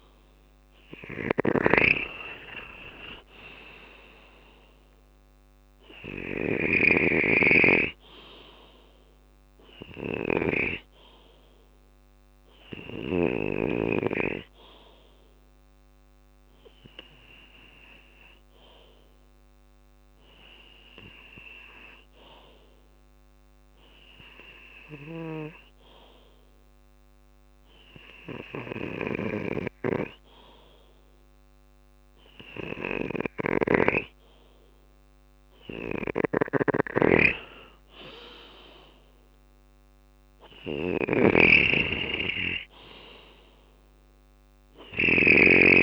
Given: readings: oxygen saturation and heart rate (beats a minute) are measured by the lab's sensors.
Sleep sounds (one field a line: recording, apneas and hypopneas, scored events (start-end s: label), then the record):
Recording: breathing in sleep by a microphone on the trachea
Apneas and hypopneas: 1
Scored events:
0.00-12.50 s: snoring (device-marked)
0.00-15.50 s: drop in pulse transit time (device-marked, heart rate 72 extreme)
5.50-16.50 s: oxygen desaturation (device-marked, oxygen 92% before, 89% lowest, heart rate 71 before, 65 extreme)
15.00-34.50 s: hypopnea (oxygen 92% before, 89% lowest, heart rate 74 before, 59 extreme, up 4 after)
28.50-33.00 s: snoring (device-marked)
35.00-44.50 s: snoring (device-marked)
36.50-40.00 s: arousal
39.50-45.83 s: drop in pulse transit time (device-marked, heart rate 66 before, 67 extreme)
41.50-45.83 s: oxygen desaturation (device-marked, oxygen 97% before, 92% lowest, heart rate 66 before, 56 extreme)
From the record:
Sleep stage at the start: N2 (light sleep)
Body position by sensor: on the left side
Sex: male